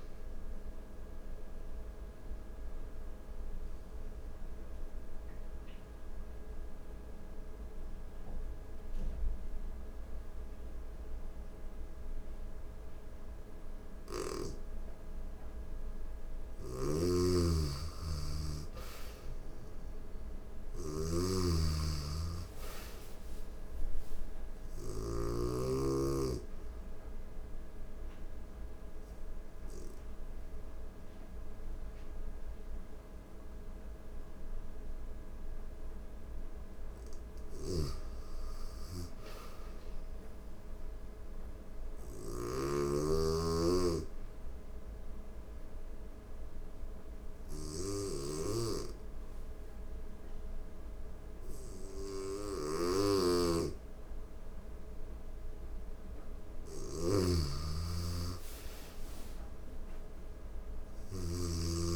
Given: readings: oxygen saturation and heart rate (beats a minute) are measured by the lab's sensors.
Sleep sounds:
breathing in sleep by a room microphone; 3
0.50-15.00 s: obstructive apnea (oxygen 98% before, 87% lowest, heart rate 83 before, 82 extreme, up 1 after)
0.50-17.50 s: oxygen desaturation (device-marked, oxygen 98% before, 87% lowest, heart rate 83 before, 82 extreme)
16.00-24.50 s: snoring (device-marked)
17.50-21.00 s: arousal
24.00-36.50 s: obstructive apnea (oxygen 98% before, 88% lowest, heart rate 83 before, 82 extreme, up 3 after)
26.50-39.50 s: oxygen desaturation (device-marked, oxygen 98% before, 88% lowest, heart rate 83 before, 82 extreme)
37.00-61.96 s: snoring (device-marked)
37.50-40.50 s: arousal
44.50-54.50 s: obstructive apnea (oxygen 98% before, 89% lowest, heart rate 84 before, 83 extreme, up 3 after)
51.50-58.50 s: oxygen desaturation (device-marked, oxygen 97% before, 91% lowest, heart rate 84 before, 83 extreme)
57.00-61.00 s: arousal
From the record:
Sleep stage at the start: N2 (light sleep); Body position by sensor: on the right side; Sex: female

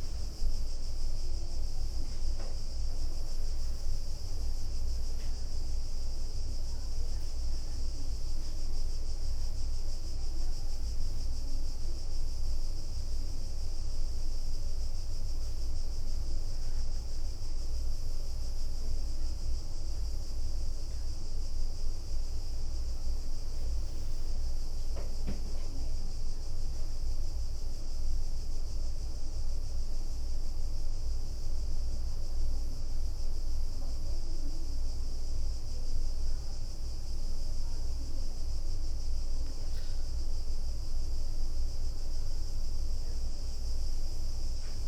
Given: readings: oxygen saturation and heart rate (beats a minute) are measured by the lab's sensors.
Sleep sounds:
breathing in sleep, hard to hear, by a room microphone; none
8.50-16.50 s: leg movement (device-marked)
18.50-22.00 s: leg movement (device-marked)
19.00-23.50 s: arousal
27.50-34.00 s: leg movement (device-marked)
42.50-44.88 s: new sleep stage, N2 (light sleep)
From the record:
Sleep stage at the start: N1 (lightest sleep); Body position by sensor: on the back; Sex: female

